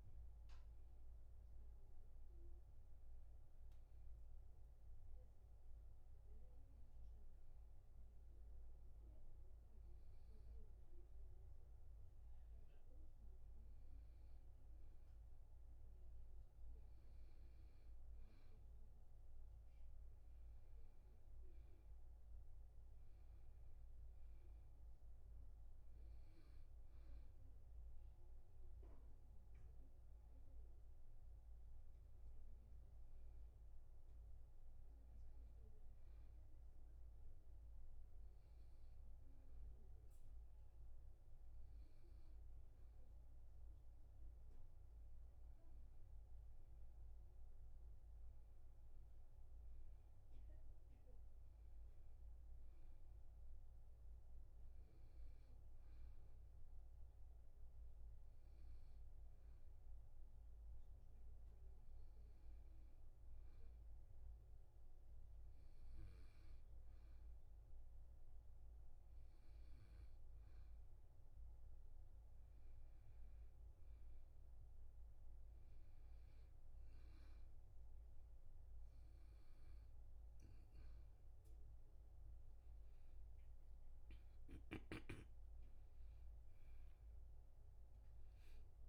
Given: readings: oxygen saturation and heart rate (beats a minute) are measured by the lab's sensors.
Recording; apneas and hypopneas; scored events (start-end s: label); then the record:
breathing in sleep, hard to hear, by a room microphone; 2
0.00-12.00 s: oxygen desaturation (device-marked, oxygen 93% lowest, heart rate 69 extreme)
3.00-15.00 s: hypopnea (oxygen 98% before, 92% lowest, heart rate 78 before, 69 extreme, up 6 after)
17.00-20.50 s: arousal
22.00-44.00 s: oxygen desaturation (device-marked, oxygen 98% before, 92% lowest, heart rate 73 before, 72 extreme)
37.00-48.50 s: hypopnea (oxygen 98% before, 92% lowest, heart rate 76 before, 72 extreme, up 4 after)
50.00-53.50 s: arousal
83.50-88.50 s: arousal
From the record:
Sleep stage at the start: N2 (light sleep); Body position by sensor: on the back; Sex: male